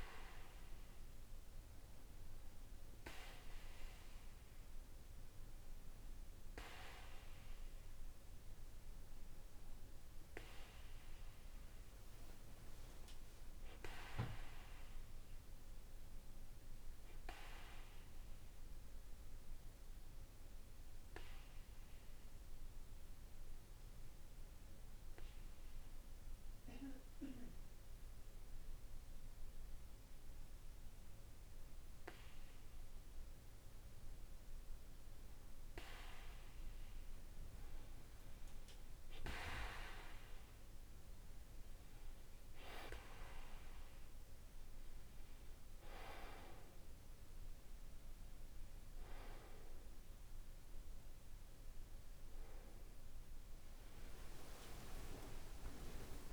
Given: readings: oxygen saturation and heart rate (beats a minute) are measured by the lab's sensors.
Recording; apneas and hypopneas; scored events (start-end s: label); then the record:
breathing in sleep by a room microphone; 1
18.00-34.00 s: obstructive apnea (oxygen 96% before, 94% lowest, heart rate 53 before, 48 extreme, up 3 after)
43.50-56.32 s: new sleep stage, awake
From the record:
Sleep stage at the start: N2 (light sleep); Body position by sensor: on the back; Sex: male